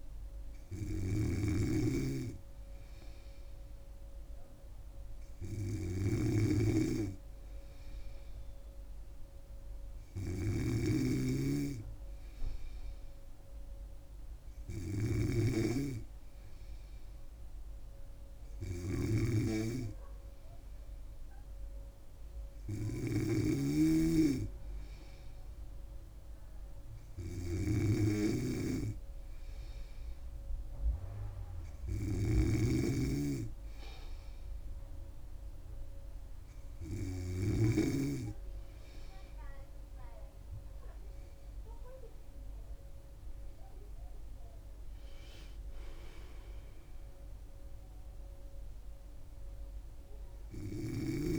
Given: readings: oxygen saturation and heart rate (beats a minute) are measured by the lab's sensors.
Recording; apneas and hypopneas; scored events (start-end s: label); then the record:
breathing in sleep by a room microphone; none
0.00-38.00 s: snoring (device-marked)
From the record:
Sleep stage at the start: N3 (deep sleep); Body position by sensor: on the back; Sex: female